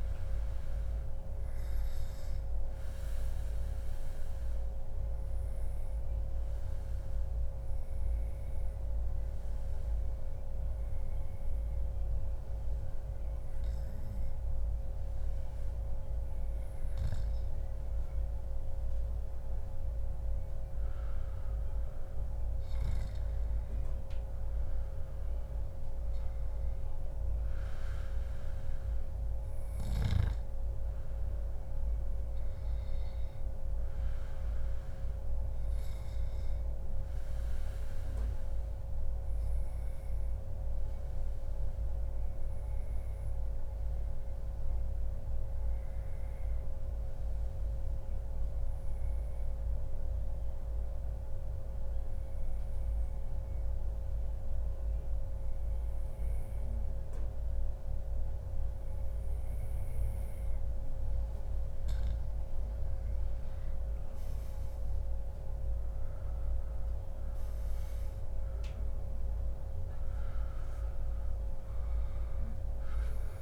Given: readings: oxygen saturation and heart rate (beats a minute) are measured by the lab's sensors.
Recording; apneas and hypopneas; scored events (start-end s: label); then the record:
breathing in sleep, hard to hear, by a room microphone; 2
0.50-16.00 s: obstructive apnea (oxygen 96% before, 92% lowest, heart rate 139 before, 97 extreme, up 0 after)
18.00-21.50 s: arousal
21.00-23.00 s: long interval between heartbeats (device-marked, heart rate 145 before, 134 extreme)
39.00-60.00 s: obstructive apnea (oxygen 95% before, 92% lowest, heart rate 130 before, 142 extreme, up 1 after)
62.00-66.00 s: arousal
68.00-73.42 s: oxygen desaturation (device-marked, oxygen 96% before, 92% lowest, heart rate 144 before, 134 extreme)
From the record:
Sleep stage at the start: N2 (light sleep); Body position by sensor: on the back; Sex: male